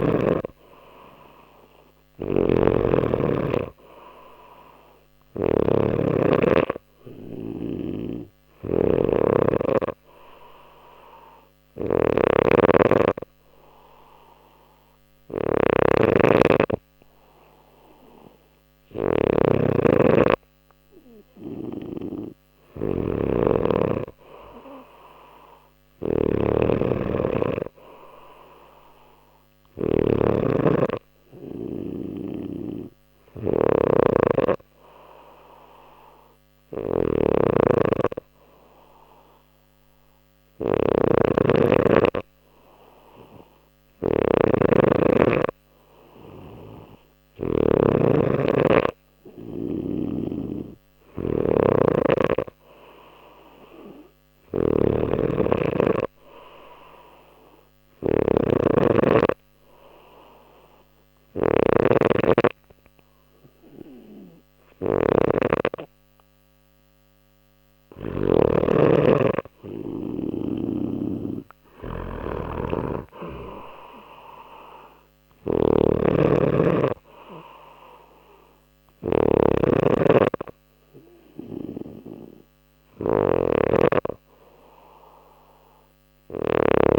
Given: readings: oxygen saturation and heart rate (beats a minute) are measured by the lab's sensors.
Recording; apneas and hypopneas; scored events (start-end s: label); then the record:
breathing in sleep by a microphone on the trachea; 1
0.00-5.50 s: snoring (device-marked)
7.50-47.50 s: snoring (device-marked)
11.50-22.50 s: hypopnea (oxygen 93% before, 92% lowest, heart rate 60 before, 59 extreme, up 2 after)
25.50-29.00 s: arousal
49.50-68.00 s: snoring (device-marked)
75.00-86.99 s: snoring (device-marked)
From the record:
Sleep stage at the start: N2 (light sleep); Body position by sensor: on the back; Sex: male